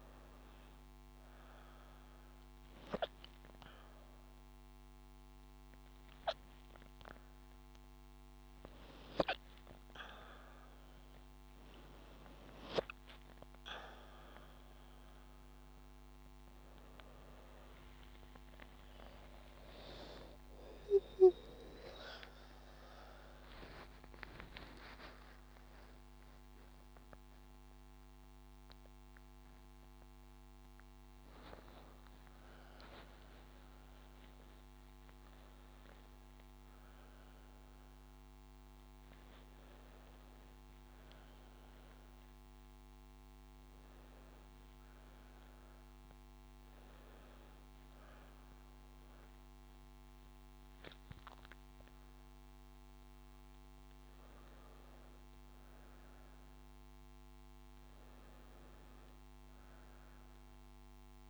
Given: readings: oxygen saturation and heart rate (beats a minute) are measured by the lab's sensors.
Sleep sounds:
a person awake in a sleep study, by a microphone on the trachea; none
none scored
From the record:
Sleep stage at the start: awake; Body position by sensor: on the back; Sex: female

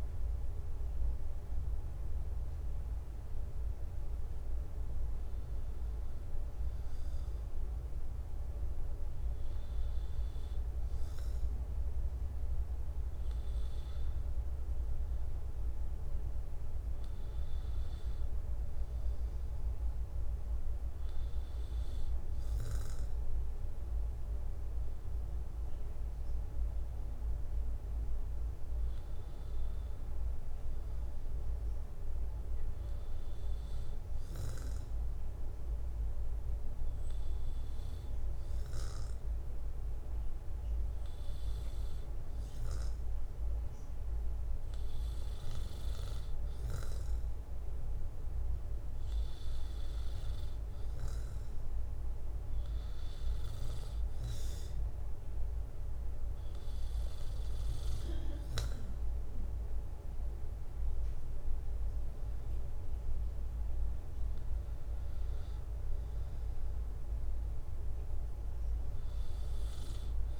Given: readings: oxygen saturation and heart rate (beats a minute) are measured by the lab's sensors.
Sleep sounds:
breathing in sleep, hard to hear, by a room microphone; none
none scored
From the record:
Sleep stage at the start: N2 (light sleep); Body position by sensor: on the back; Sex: male

